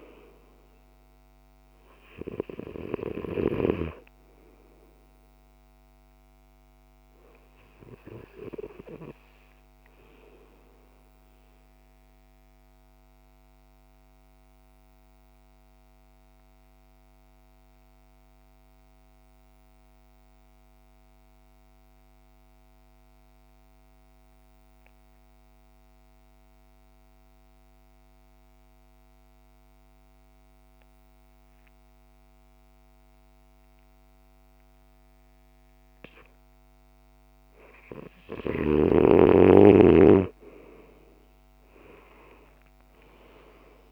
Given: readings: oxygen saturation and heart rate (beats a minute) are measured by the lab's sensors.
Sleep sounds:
breathing in sleep by a microphone on the trachea; 1
10.00-34.50 s: mixed apnea (oxygen 94% before, 89% lowest, heart rate 63 before, 54 extreme, up 8 after)
16.50-23.50 s: oxygen desaturation (device-marked, oxygen 95% before, 91% lowest, heart rate 59 before, 56 extreme)
25.50-43.91 s: new sleep stage, N2 (light sleep)
37.00-42.50 s: arousal
From the record:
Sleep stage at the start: REM sleep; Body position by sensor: on the back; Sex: male

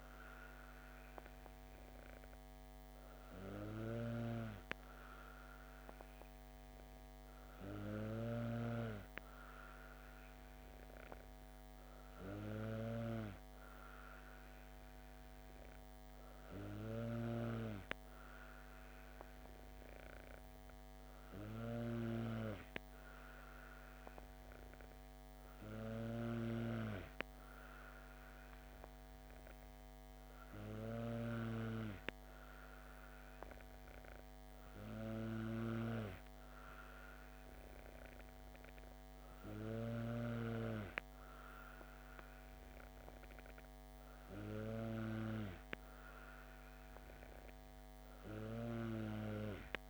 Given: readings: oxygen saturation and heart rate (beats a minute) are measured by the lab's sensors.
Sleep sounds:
breathing in sleep by a microphone on the trachea; none
0.00-49.00 s: snoring (device-marked)
From the record:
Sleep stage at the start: N2 (light sleep); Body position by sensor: on the back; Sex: female

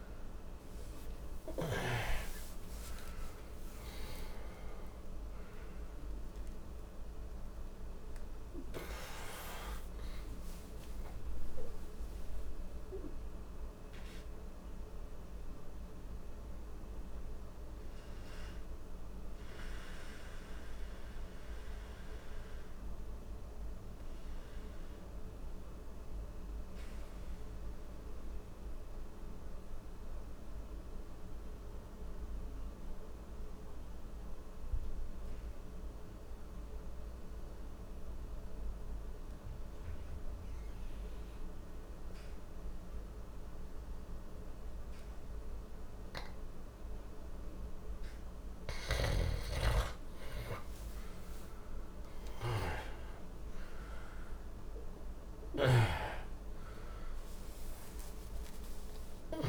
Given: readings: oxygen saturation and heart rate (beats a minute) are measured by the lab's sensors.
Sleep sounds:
breathing in sleep by a room microphone; 1
0.00-2.00 s: arousal
4.00-12.00 s: oxygen desaturation (device-marked, oxygen 98% before, 93% lowest, heart rate 74 before, 59 extreme)
11.50-48.50 s: mixed apnea (oxygen 98% before, 88% lowest, heart rate 81 before, 59 extreme, up 31 after)
23.00-36.00 s: oxygen desaturation (device-marked, oxygen 94% before, 91% lowest, heart rate 73 before, 59 extreme)
50.00-59.48 s: new sleep stage, N1 (lightest sleep)
51.00-57.00 s: arousal
52.00-59.48 s: oxygen desaturation (device-marked, oxygen 96% before, 90% lowest, heart rate 64 before, 59 extreme)
55.00-59.48 s: snoring (device-marked)
From the record:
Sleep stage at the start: N2 (light sleep); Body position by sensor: on the back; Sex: male

